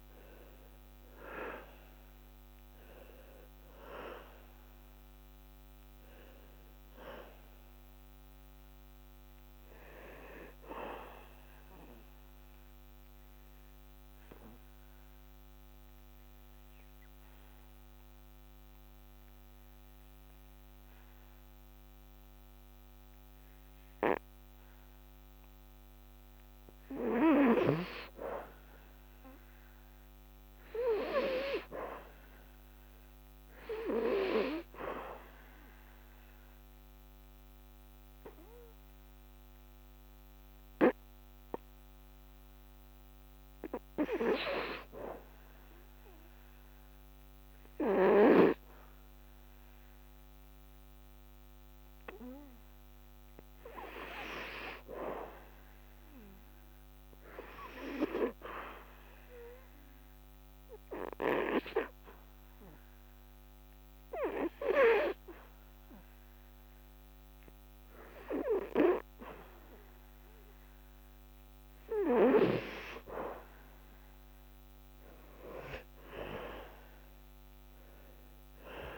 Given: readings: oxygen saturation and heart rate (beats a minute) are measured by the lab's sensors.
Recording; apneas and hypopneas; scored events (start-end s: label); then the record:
breathing in sleep by a microphone on the trachea; 3
0.00-24.50 s: oxygen desaturation (device-marked, oxygen 70% lowest, heart rate 58 extreme)
11.50-26.50 s: obstructive apnea (oxygen 91% before, 70% lowest, heart rate 80 before, 68 extreme, up 0 after)
28.00-31.50 s: arousal
34.50-45.00 s: obstructive apnea (oxygen 98% before, 83% lowest, heart rate 74 before, 72 extreme, up 5 after)
34.50-54.50 s: oxygen desaturation (device-marked, oxygen 98% before, 83% lowest, heart rate 74 before, 72 extreme)
52.00-55.50 s: arousal
58.50-72.00 s: hypopnea (oxygen 98% before, 85% lowest, heart rate 73 before, 73 extreme, up 10 after)
60.50-78.98 s: oxygen desaturation (device-marked, oxygen 93% before, 86% lowest, heart rate 73 before, 73 extreme)
74.00-78.50 s: arousal
From the record:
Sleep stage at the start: N2 (light sleep); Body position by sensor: on the back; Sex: male